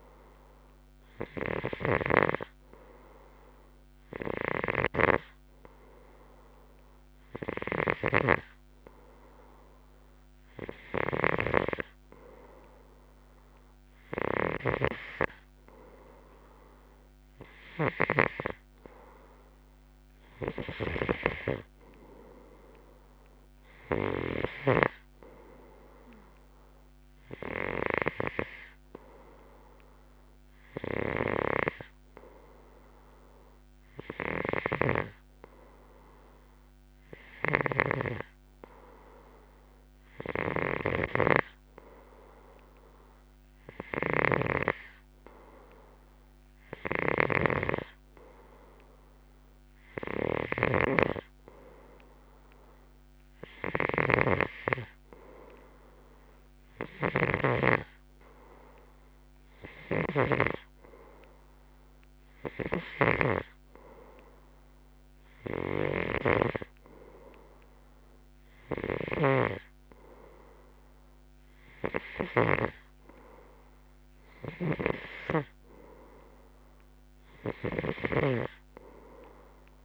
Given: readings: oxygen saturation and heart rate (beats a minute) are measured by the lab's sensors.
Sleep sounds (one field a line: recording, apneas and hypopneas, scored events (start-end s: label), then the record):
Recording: breathing in sleep by a microphone on the trachea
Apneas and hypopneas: none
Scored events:
0.00-18.50 s: snoring (device-marked)
20.50-60.50 s: snoring (device-marked)
62.50-73.00 s: snoring (device-marked)
77.50-79.85 s: snoring (device-marked)
From the record:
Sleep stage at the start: N2 (light sleep)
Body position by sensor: on the left side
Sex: male